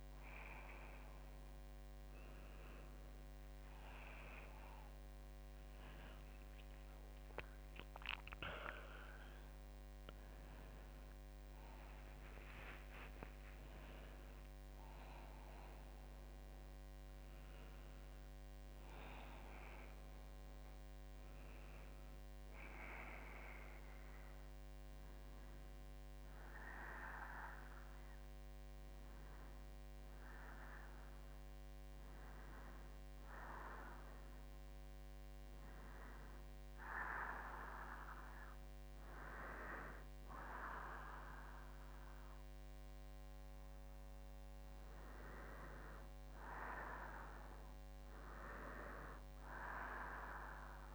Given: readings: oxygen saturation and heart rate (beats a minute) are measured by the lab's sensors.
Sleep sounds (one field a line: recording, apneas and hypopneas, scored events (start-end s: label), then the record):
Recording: breathing in sleep by a microphone on the trachea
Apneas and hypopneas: none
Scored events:
6.50-12.00 s: arousal
From the record:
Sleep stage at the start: N2 (light sleep)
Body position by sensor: on the left side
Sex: female